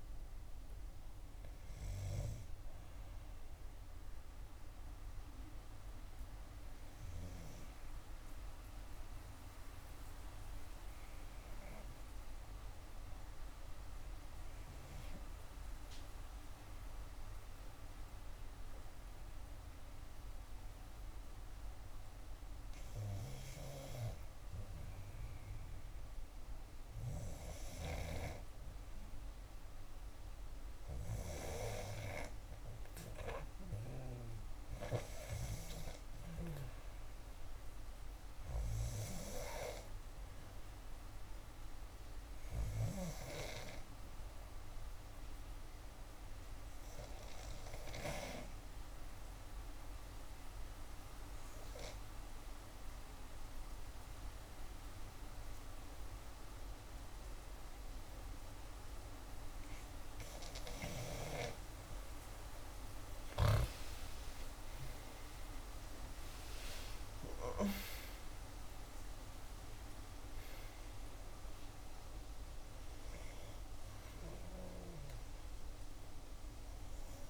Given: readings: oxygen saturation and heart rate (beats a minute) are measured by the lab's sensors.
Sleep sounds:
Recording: breathing in sleep by a room microphone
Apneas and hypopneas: 2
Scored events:
0.00-2.00 s: long interval between heartbeats (device-marked, heart rate 71 before, 65 extreme)
0.00-13.50 s: oxygen desaturation (device-marked, oxygen 83% lowest, heart rate 55 extreme)
2.00-26.00 s: obstructive apnea (oxygen 94% before, 83% lowest, heart rate 71 before, 55 extreme, up 3 after)
28.00-32.50 s: arousal
30.50-55.50 s: oxygen desaturation (device-marked, oxygen 97% before, 92% lowest, heart rate 61 before, 60 extreme)
47.00-62.00 s: obstructive apnea (oxygen 98% before, 90% lowest, heart rate 62 before, 59 extreme, up 7 after)
64.00-68.50 s: arousal
From the record:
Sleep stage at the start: N2 (light sleep)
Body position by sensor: on the back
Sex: female

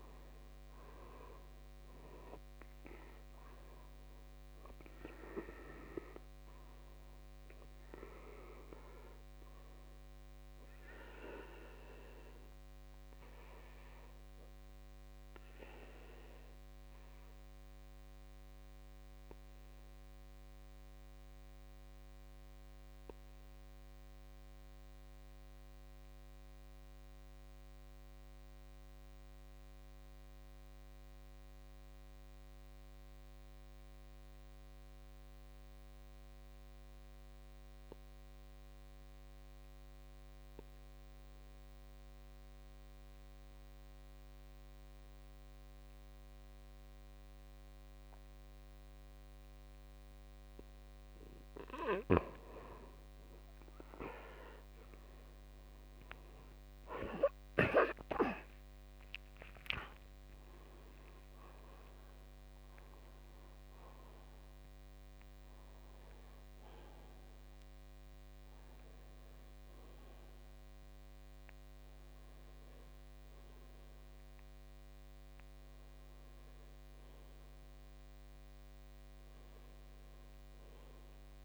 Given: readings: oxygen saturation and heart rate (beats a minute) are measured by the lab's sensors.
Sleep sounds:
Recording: breathing in sleep by a microphone on the trachea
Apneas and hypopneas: 1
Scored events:
0.00-25.00 s: oxygen desaturation (device-marked, oxygen 79% lowest, heart rate 54 extreme)
14.00-51.00 s: obstructive apnea (oxygen 97% before, 74% lowest, heart rate 68 before, 54 extreme, up 11 after)
48.00-81.00 s: oxygen desaturation (device-marked, oxygen 97% before, 74% lowest, heart rate 61 before, 53 extreme)
54.50-59.00 s: arousal
From the record:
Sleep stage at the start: N2 (light sleep)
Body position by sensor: on the back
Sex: male

